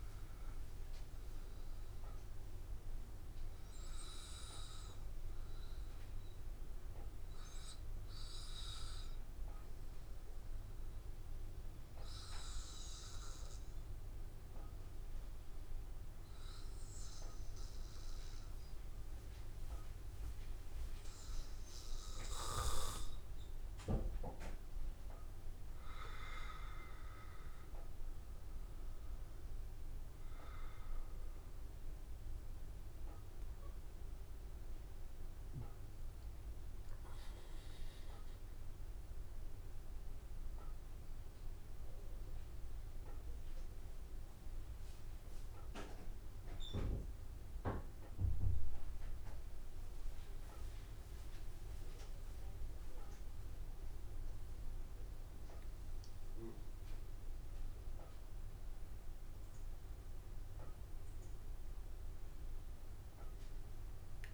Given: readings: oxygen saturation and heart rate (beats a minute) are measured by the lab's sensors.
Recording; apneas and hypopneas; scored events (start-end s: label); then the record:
breathing in sleep by a room microphone; 1
3.00-36.50 s: obstructive apnea (oxygen 96% before, 92% lowest, heart rate 78 before, 76 extreme, up 1 after)
27.50-41.50 s: oxygen desaturation (device-marked, oxygen 96% before, 92% lowest, heart rate 79 before, 76 extreme)
40.00-44.00 s: arousal
From the record:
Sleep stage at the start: N2 (light sleep); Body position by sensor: on the back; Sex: male